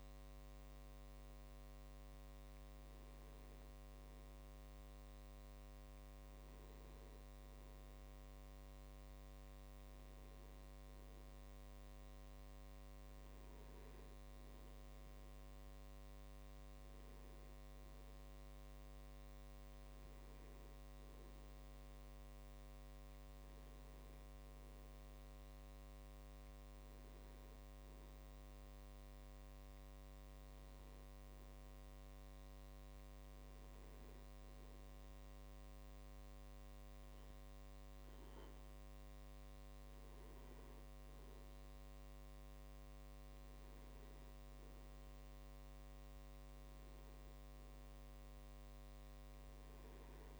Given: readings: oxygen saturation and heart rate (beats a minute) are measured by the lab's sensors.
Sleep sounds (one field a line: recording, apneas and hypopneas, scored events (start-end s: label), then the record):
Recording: a person awake in a sleep study, hard to hear, by a microphone on the trachea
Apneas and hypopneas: none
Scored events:
none scored
From the record:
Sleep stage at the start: awake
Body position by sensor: on the back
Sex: male